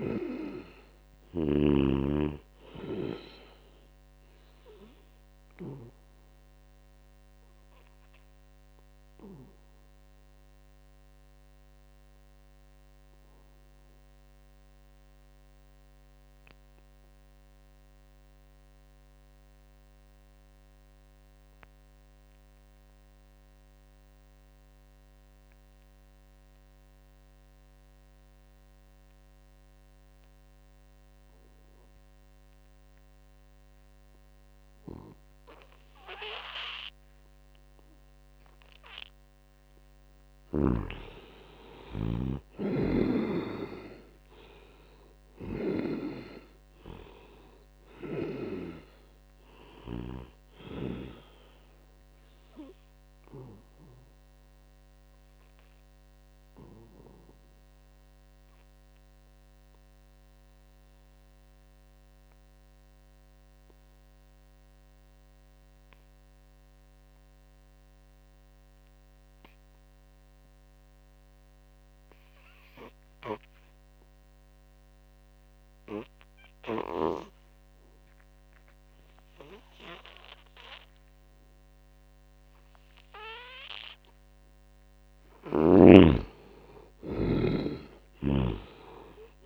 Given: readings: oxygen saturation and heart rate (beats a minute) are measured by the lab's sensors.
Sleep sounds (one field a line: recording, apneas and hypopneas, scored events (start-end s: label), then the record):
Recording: breathing in sleep by a microphone on the trachea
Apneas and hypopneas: 2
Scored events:
0.00-13.50 s: oxygen desaturation (device-marked, oxygen 77% lowest, heart rate 67 extreme)
4.00-37.50 s: obstructive apnea (oxygen 95% before, 75% lowest, heart rate 73 before, 62 extreme)
21.50-65.50 s: oxygen desaturation (device-marked, oxygen 98% before, 75% lowest, heart rate 76 before, 62 extreme)
39.00-43.50 s: arousal
52.50-83.50 s: obstructive apnea (oxygen 96% before, 75% lowest, heart rate 70 before, 72 extreme, up 3 after)
74.50-89.46 s: oxygen desaturation (device-marked, oxygen 99% before, 75% lowest, heart rate 78 before, 63 extreme)
85.50-89.46 s: arousal
87.50-89.46 s: snoring (device-marked)
From the record:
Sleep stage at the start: N2 (light sleep)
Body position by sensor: on the back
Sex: male